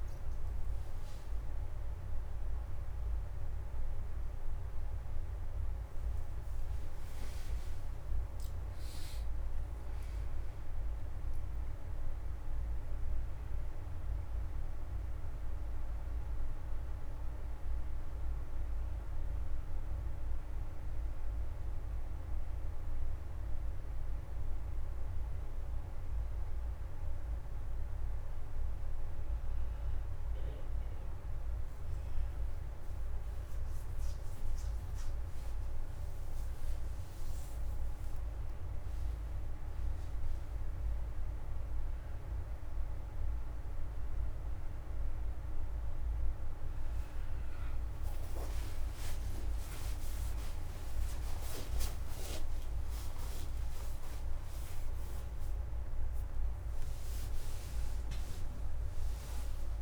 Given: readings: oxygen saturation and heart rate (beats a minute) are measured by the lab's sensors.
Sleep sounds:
a person partly awake in a sleep study, hard to hear, by a room microphone; 1
0.50-6.00 s: arousal
20.00-30.50 s: hypopnea (oxygen 95% before, 90% lowest)
33.50-44.50 s: oxygen desaturation (device-marked, oxygen 95% before, 90% lowest)
37.50-59.82 s: new sleep stage, awake
From the record:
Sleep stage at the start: N2 (light sleep); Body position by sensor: on the back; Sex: male

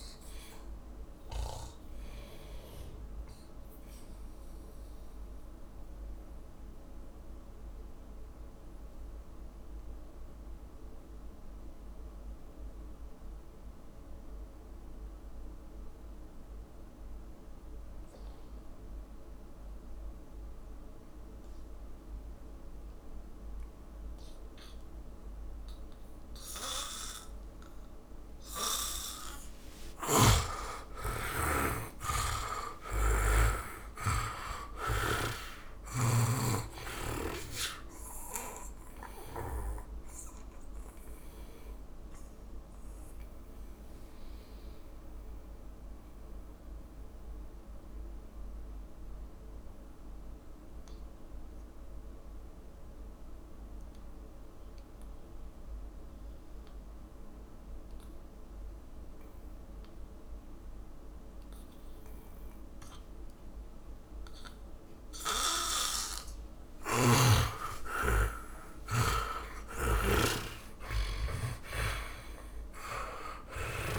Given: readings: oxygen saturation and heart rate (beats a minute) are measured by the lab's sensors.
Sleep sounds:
breathing in sleep by a room microphone; 2
1.50-29.00 s: mixed apnea (oxygen 99% before, 77% lowest, heart rate 65 before, 57 extreme, up 15 after)
7.00-24.00 s: oxygen desaturation (device-marked, oxygen 90% before, 77% lowest, heart rate 71 before, 57 extreme)
29.00-58.00 s: oxygen desaturation (device-marked, oxygen 100% before, 81% lowest, heart rate 59 before, 58 extreme)
29.50-34.50 s: arousal
30.00-33.50 s: snoring (device-marked)
40.00-66.00 s: mixed apnea (oxygen 100% before, 79% lowest, heart rate 63 before, 56 extreme, up 13 after)
67.00-72.00 s: arousal
69.00-73.99 s: oxygen desaturation (device-marked, oxygen 100% before, 82% lowest, heart rate 61 before, 53 extreme)
69.50-73.99 s: snoring (device-marked)
From the record:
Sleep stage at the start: N2 (light sleep); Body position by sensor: on the back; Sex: male

